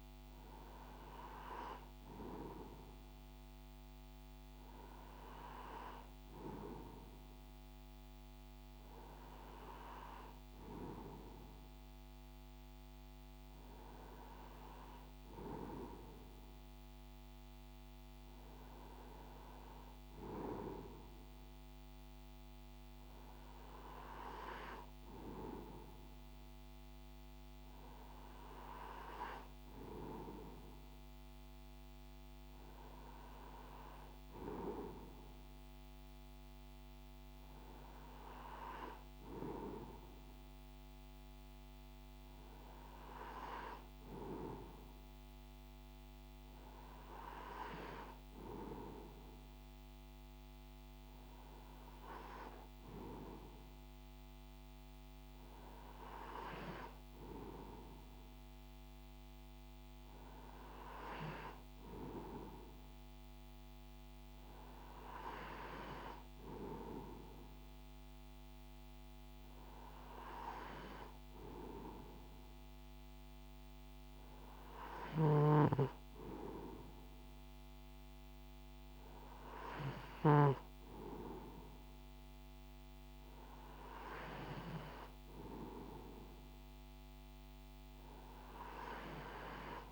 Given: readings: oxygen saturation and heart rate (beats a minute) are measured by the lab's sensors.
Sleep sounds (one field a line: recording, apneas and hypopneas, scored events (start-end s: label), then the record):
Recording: breathing in sleep by a microphone on the trachea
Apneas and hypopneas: none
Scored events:
none scored
From the record:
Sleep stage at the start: N2 (light sleep)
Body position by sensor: on the right side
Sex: male